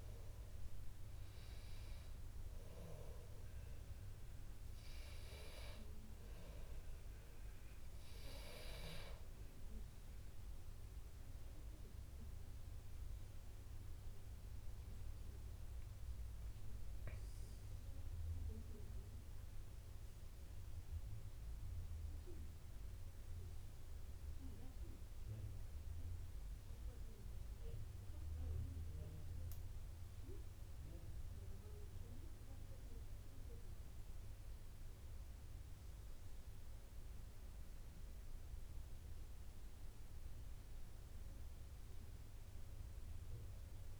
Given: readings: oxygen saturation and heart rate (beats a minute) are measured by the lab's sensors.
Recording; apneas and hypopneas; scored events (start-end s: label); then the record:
a person awake in a sleep study, by a room microphone; none
0.00-1.50 s: long interval between heartbeats (device-marked, heart rate 53 extreme)
2.00-4.00 s: long interval between heartbeats (device-marked, heart rate 58 before, 68 extreme)
6.50-8.50 s: long interval between heartbeats (device-marked, heart rate 58 before, 57 extreme)
10.00-12.00 s: long interval between heartbeats (device-marked, heart rate 57 before, 50 extreme)
21.00-23.00 s: long interval between heartbeats (device-marked, heart rate 55 before, 72 extreme)
From the record:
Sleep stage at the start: awake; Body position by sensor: on the back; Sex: male